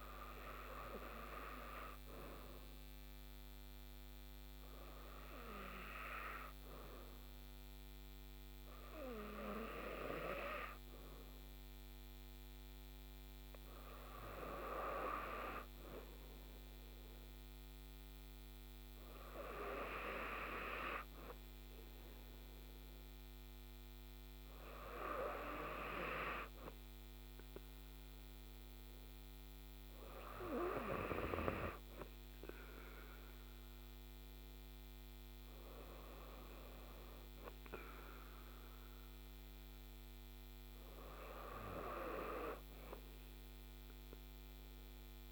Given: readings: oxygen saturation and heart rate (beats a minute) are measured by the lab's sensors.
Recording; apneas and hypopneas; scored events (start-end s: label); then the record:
breathing in sleep by a microphone on the trachea; none
none scored
From the record:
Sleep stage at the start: N2 (light sleep); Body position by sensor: on the right side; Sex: female